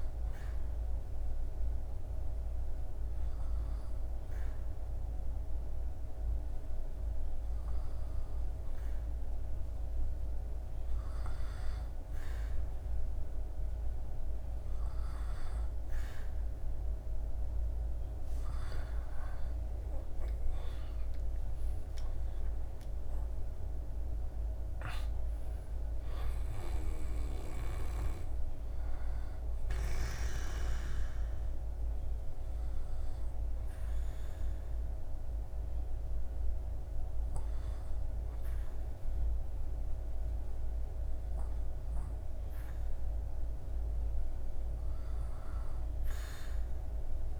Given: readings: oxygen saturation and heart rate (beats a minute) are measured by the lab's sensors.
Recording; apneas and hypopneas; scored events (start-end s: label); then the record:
breathing in sleep, hard to hear, by a room microphone; 2
1.50-14.50 s: hypopnea (oxygen 98% before, 95% lowest, heart rate 75 before, 75 extreme, up 5 after)
17.50-21.50 s: arousal
29.00-43.00 s: hypopnea (oxygen 98% before, 95% lowest, heart rate 79 before, 73 extreme, up 1 after)
From the record:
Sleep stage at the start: N2 (light sleep); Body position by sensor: on the back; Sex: male